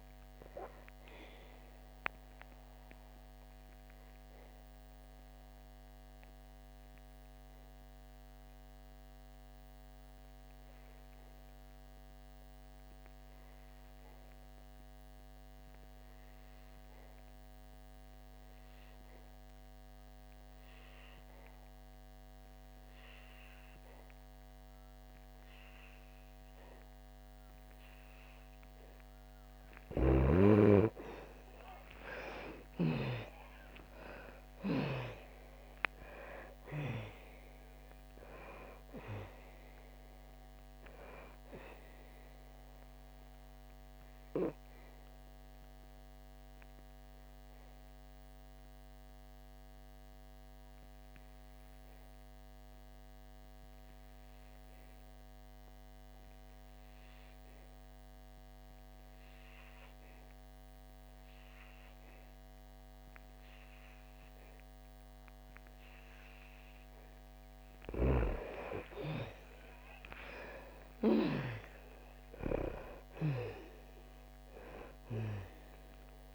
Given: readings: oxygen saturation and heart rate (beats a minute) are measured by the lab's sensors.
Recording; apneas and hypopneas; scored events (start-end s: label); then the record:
breathing in sleep by a microphone on the trachea; 2
0.00-14.50 s: oxygen desaturation (device-marked, oxygen 82% lowest, heart rate 61 extreme)
1.50-28.50 s: obstructive apnea (oxygen 97% before, 80% lowest, heart rate 72 before, 58 extreme, up 8 after)
27.50-58.50 s: oxygen desaturation (device-marked, oxygen 99% before, 80% lowest, heart rate 75 before, 58 extreme)
29.50-33.00 s: snoring (device-marked)
31.00-35.00 s: arousal
43.00-66.00 s: obstructive apnea (oxygen 99% before, 80% lowest, heart rate 67 before, 58 extreme, up 17 after)
60.50-76.35 s: oxygen desaturation (device-marked, oxygen 99% before, 82% lowest, heart rate 65 before, 48 extreme)
68.00-73.00 s: arousal
From the record:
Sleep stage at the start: N2 (light sleep); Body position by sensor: on the back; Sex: female